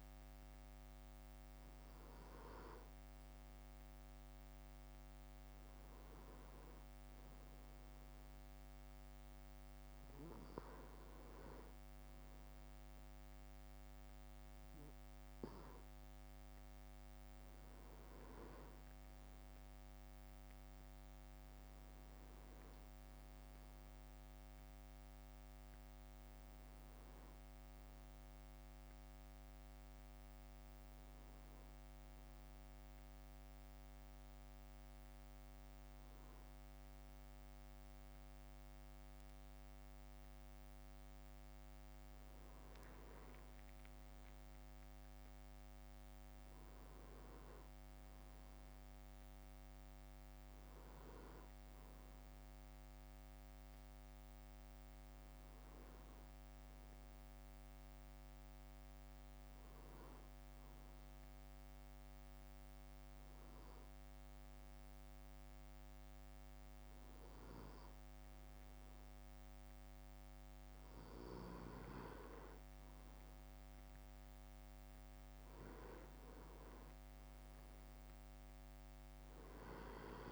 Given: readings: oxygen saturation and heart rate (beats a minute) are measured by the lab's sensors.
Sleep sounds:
breathing in sleep by a microphone on the trachea; 1
19.50-21.50 s: leg movement (device-marked)
21.00-33.00 s: drop in pulse transit time (device-marked, heart rate 56 before, 56 extreme)
24.00-54.00 s: new sleep stage, N1 (lightest sleep)
44.00-48.50 s: arousal
54.00-80.32 s: new sleep stage, N2 (light sleep)
61.50-71.50 s: obstructive apnea (oxygen 98% before, 96% lowest, heart rate 57 before, 56 extreme, up 2 after)
77.00-79.50 s: arousal
From the record:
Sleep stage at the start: N2 (light sleep); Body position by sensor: on the back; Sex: male

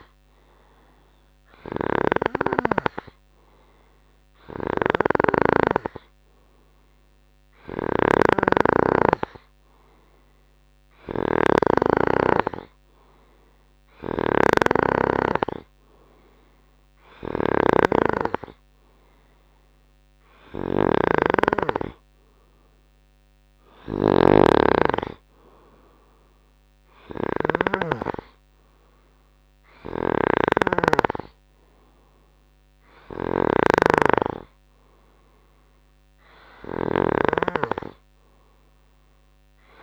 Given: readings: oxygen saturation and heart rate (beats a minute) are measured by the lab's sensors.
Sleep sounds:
breathing in sleep by a microphone on the trachea; none
0.00-39.83 s: snoring (device-marked)
From the record:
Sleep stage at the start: N3 (deep sleep); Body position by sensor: on the right side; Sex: male

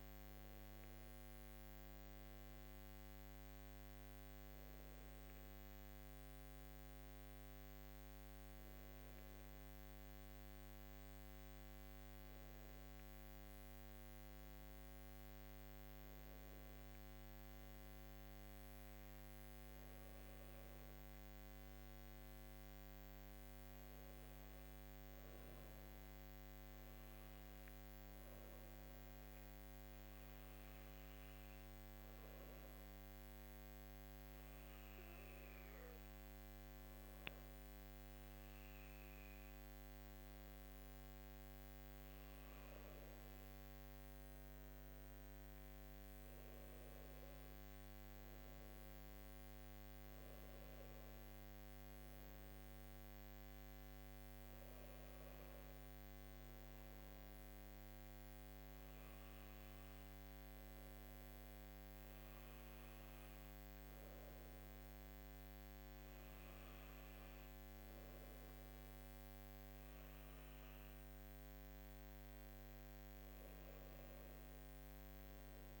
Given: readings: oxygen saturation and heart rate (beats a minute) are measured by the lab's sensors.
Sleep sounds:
breathing in sleep, hard to hear, by a microphone on the trachea; 1
10.00-15.00 s: arousal
30.00-41.50 s: hypopnea (oxygen 99% before, 97% lowest, heart rate 58 before, 52 extreme, up 14 after)
43.00-48.50 s: arousal
From the record:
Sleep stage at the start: N2 (light sleep); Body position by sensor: on the left side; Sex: female

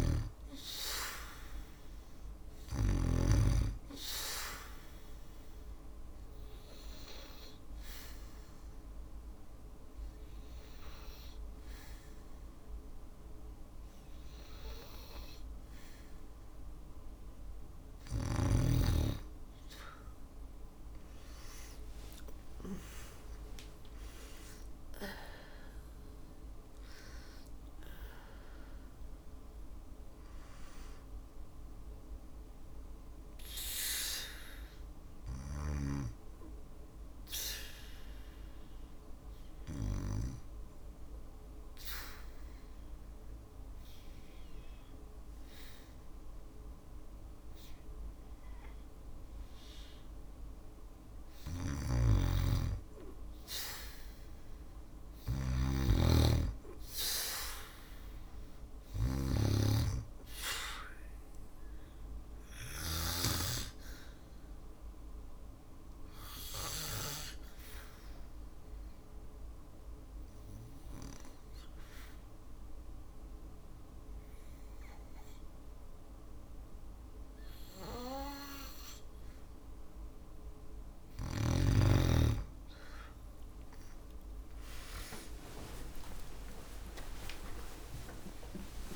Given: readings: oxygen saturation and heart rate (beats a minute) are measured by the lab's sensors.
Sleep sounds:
breathing in sleep by a room microphone; 3
0.00-1.00 s: arousal
0.00-2.50 s: snoring (device-marked)
5.00-16.50 s: obstructive apnea (oxygen 94% before, 89% lowest, heart rate 60 before, 56 extreme, up 4 after)
21.00-26.50 s: arousal
23.50-41.50 s: oxygen desaturation (device-marked, oxygen 94% before, 89% lowest, heart rate 60 before, 56 extreme)
35.50-49.00 s: obstructive apnea (oxygen 94% before, 89% lowest, heart rate 61 before, 57 extreme, up 2 after)
50.50-54.00 s: arousal
50.50-62.50 s: snoring (device-marked)
57.50-72.50 s: oxygen desaturation (device-marked, oxygen 97% before, 91% lowest, heart rate 58 before, 58 extreme)
62.00-78.50 s: obstructive apnea (oxygen 97% before, 91% lowest, heart rate 59 before, 58 extreme, up 31 after)
80.50-88.96 s: new sleep stage, awake
83.50-88.96 s: tachycardia (device-marked, heart rate 60 before, 132 extreme)
85.50-88.96 s: oxygen desaturation (device-marked, oxygen 96% before, 91% lowest)
From the record:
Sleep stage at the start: N2 (light sleep); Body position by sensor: on the back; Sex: female

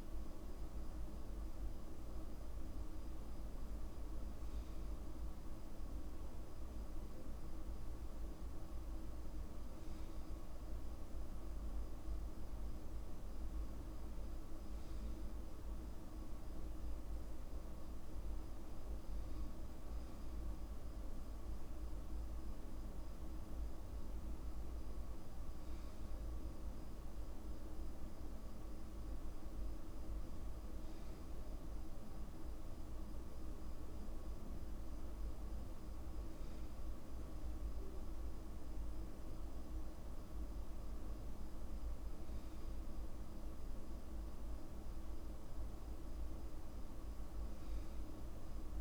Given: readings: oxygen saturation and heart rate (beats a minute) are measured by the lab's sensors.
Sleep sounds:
breathing in sleep, hard to hear, by a room microphone; none
none scored
From the record:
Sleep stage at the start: N2 (light sleep); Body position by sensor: on the back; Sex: male

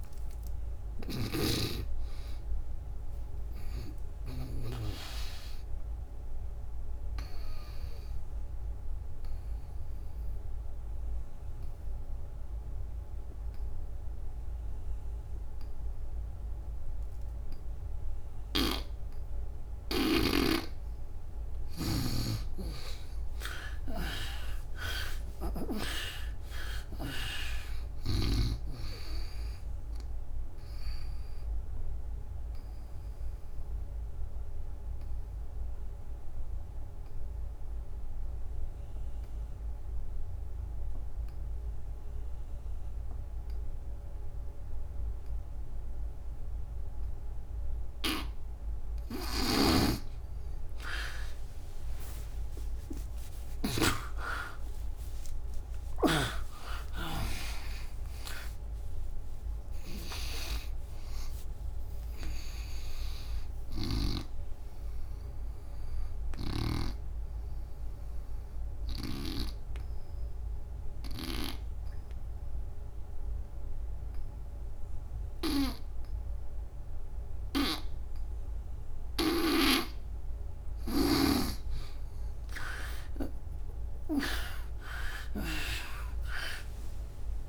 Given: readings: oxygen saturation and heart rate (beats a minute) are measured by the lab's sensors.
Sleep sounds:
breathing in sleep by a room microphone; 3
0.00-18.50 s: oxygen desaturation (device-marked, oxygen 76% lowest, heart rate 67 extreme)
0.50-4.50 s: snoring (device-marked)
6.00-18.50 s: obstructive apnea (oxygen 95% before, 76% lowest, heart rate 92 before, 67 extreme, up 12 after)
18.00-22.00 s: snoring (device-marked)
20.50-24.00 s: arousal
20.50-40.50 s: oxygen desaturation (device-marked, oxygen 98% before, 78% lowest, heart rate 86 before, 68 extreme)
30.50-48.00 s: obstructive apnea (oxygen 98% before, 76% lowest, heart rate 76 before, 68 extreme, up 20 after)
49.00-53.50 s: snoring (device-marked)
50.50-55.00 s: arousal
55.50-64.00 s: snoring (device-marked)
57.50-71.50 s: oxygen desaturation (device-marked, oxygen 96% before, 76% lowest, heart rate 75 before, 74 extreme)
67.50-78.50 s: obstructive apnea (oxygen 97% before, 76% lowest, heart rate 89 before, 75 extreme, up 25 after)
78.50-87.49 s: oxygen desaturation (device-marked, oxygen 97% before, 80% lowest, heart rate 89 before, 75 extreme)
81.50-85.00 s: arousal
From the record:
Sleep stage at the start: N2 (light sleep); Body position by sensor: on the back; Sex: female

